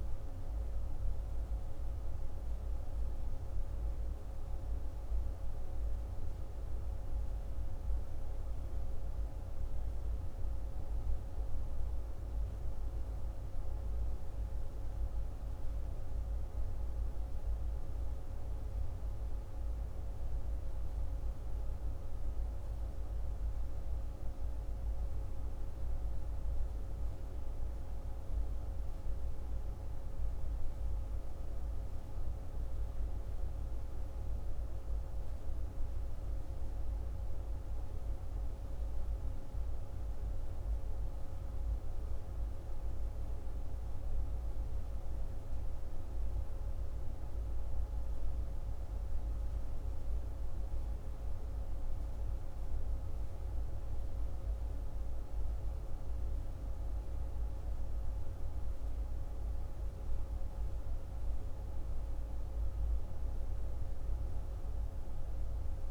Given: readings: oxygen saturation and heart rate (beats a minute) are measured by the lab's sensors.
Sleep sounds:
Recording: breathing in sleep, hard to hear, by a room microphone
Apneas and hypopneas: none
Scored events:
none scored
From the record:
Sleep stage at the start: N1 (lightest sleep)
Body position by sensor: on the left side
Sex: male

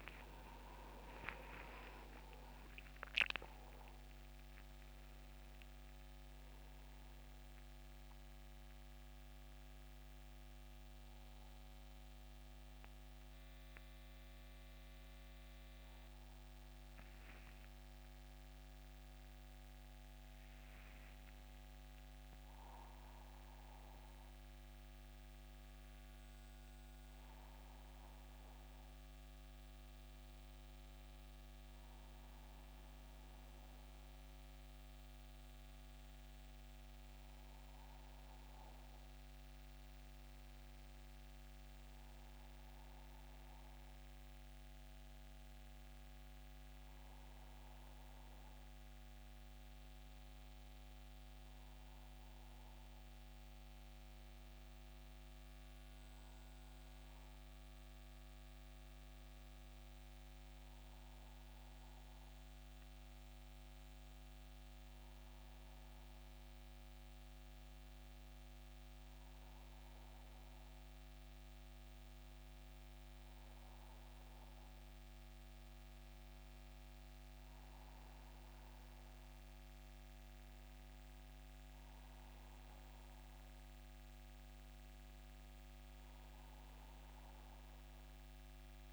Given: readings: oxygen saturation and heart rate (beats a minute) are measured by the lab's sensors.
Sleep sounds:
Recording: a person partly awake in a sleep study, hard to hear, by a microphone on the trachea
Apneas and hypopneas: none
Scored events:
24.50-88.93 s: new sleep stage, N1 (lightest sleep)
From the record:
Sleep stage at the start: awake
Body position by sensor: on the back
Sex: male

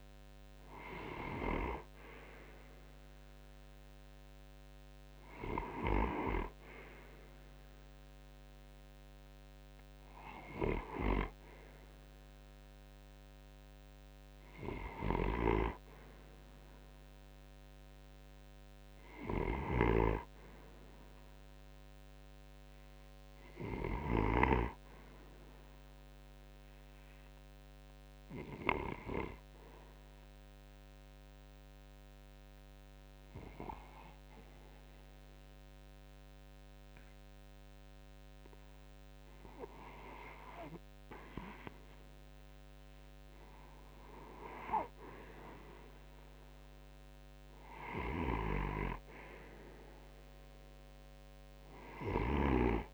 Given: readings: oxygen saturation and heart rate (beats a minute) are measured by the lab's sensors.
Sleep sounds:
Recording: breathing in sleep by a microphone on the trachea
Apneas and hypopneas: 1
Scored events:
0.00-13.00 s: oxygen desaturation (device-marked, oxygen 78% lowest)
19.00-24.00 s: snoring (device-marked)
20.00-24.00 s: arousal
26.00-39.50 s: hypopnea (oxygen 95% before, 85% lowest)
37.00-52.94 s: oxygen desaturation (device-marked, oxygen 94% before, 86% lowest)
41.50-44.50 s: arousal
From the record:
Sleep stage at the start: REM sleep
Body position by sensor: on the right side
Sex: male

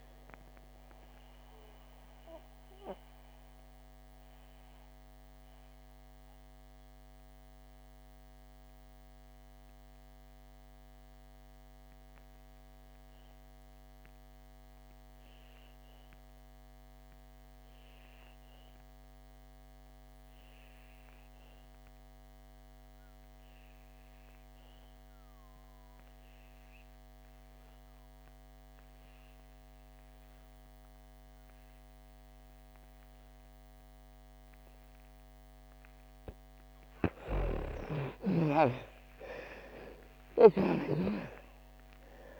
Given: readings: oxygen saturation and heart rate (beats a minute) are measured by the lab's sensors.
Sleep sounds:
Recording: breathing in sleep by a microphone on the trachea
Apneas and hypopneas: 1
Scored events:
0.00-18.00 s: oxygen desaturation (device-marked, oxygen 80% lowest, heart rate 54 extreme)
1.00-35.50 s: mixed apnea (oxygen 99% before, 75% lowest, heart rate 70 before, 54 extreme, up 11 after)
20.00-42.40 s: oxygen desaturation (device-marked, oxygen 100% before, 75% lowest, heart rate 59 before, 55 extreme)
37.00-40.50 s: snoring (device-marked)
37.50-42.40 s: arousal
From the record:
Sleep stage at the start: N2 (light sleep)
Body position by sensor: on the back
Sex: female

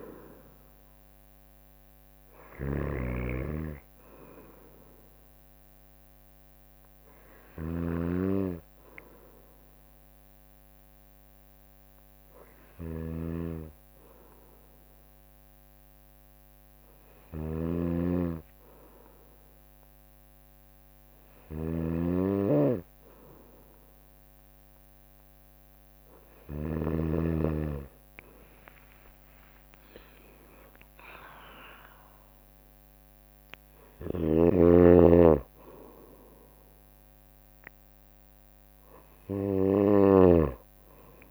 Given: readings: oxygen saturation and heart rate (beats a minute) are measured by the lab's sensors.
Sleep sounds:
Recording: breathing in sleep by a microphone on the trachea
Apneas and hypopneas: 1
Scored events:
0.00-3.00 s: drop in pulse transit time (device-marked, heart rate 59 extreme)
2.00-26.50 s: snoring (device-marked)
6.50-23.00 s: hypopnea (oxygen 94% before, 91% lowest, heart rate 62 before, 57 extreme, up 10 after)
7.00-10.00 s: bradycardia (device-marked, heart rate 64 before, 60 extreme)
23.00-26.00 s: bradycardia (device-marked, heart rate 63 before, 60 extreme)
27.50-32.50 s: arousal
30.50-32.50 s: long interval between heartbeats (device-marked, heart rate 60 before, 70 extreme)
33.50-41.31 s: snoring (device-marked)
36.00-41.31 s: bradycardia (device-marked, heart rate 64 before, 57 extreme)
From the record:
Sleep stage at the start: N2 (light sleep)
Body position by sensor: on the right side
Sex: female

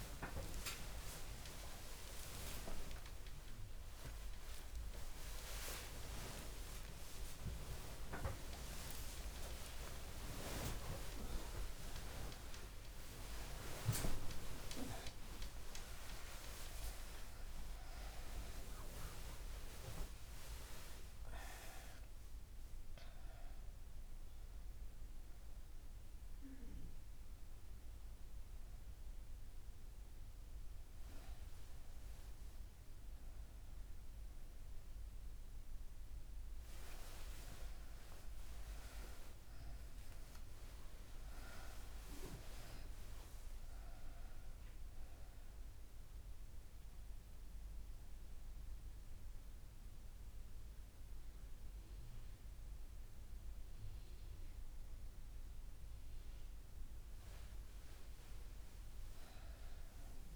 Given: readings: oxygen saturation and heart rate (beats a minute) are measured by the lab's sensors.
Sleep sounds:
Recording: a person awake in a sleep study, by a room microphone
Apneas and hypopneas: none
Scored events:
0.00-9.50 s: oxygen desaturation (device-marked, oxygen 96% lowest, heart rate 79 extreme)
56.50-60.36 s: new sleep stage, N1 (lightest sleep)
From the record:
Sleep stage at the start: awake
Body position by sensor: on the right side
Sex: female

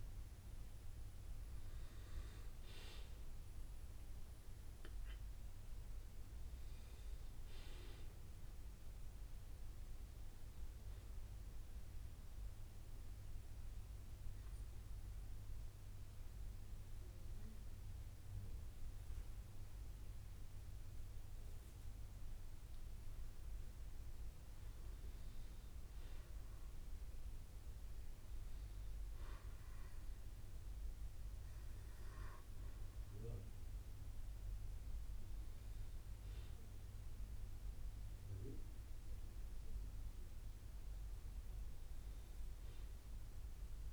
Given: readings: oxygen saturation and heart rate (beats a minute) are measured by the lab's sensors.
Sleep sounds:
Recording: breathing in sleep by a room microphone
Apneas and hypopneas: 1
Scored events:
0.00-3.00 s: arousal
9.50-43.93 s: bradycardia (device-marked, heart rate 60 before, 54 extreme)
11.00-23.00 s: hypopnea (oxygen 96% before, 93% lowest, heart rate 62 before, 54 extreme, up 1 after)
20.50-43.93 s: new sleep stage, N2 (light sleep)
34.50-39.50 s: arousal
From the record:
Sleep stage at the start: N1 (lightest sleep)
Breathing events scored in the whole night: 153 in 4.2 hours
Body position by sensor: on the back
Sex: male

